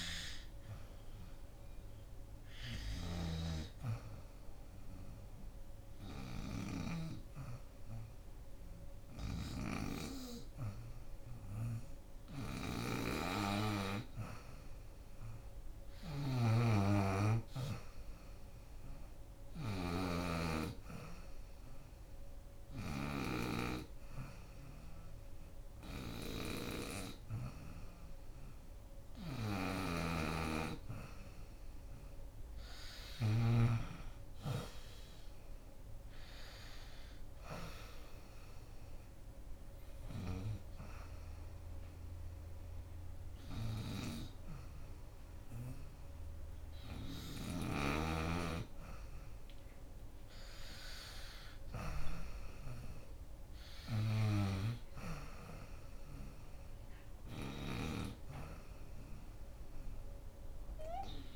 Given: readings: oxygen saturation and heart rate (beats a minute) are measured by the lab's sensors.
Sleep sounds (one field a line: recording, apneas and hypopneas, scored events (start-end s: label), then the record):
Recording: breathing in sleep by a room microphone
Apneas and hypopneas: 2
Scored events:
3.50-12.50 s: oxygen desaturation (device-marked, oxygen 93% before, 84% lowest, heart rate 78 before, 81 extreme)
18.50-31.50 s: oxygen desaturation (device-marked, oxygen 87% before, 84% lowest, heart rate 81 before, 81 extreme)
19.50-30.50 s: hypopnea (oxygen 93% before, 84% lowest, heart rate 81 before, 81 extreme, up 3 after)
32.00-35.50 s: arousal
35.50-52.50 s: oxygen desaturation (device-marked, oxygen 87% before, 84% lowest, heart rate 82 before, 76 extreme)
39.50-49.50 s: hypopnea (oxygen 87% before, 82% lowest, heart rate 83 before, 76 extreme, up 5 after)
51.00-55.00 s: arousal
54.50-61.36 s: oxygen desaturation (device-marked, oxygen 90% before, 84% lowest, heart rate 84 before, 73 extreme)
From the record:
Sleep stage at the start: N2 (light sleep)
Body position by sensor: on the back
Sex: female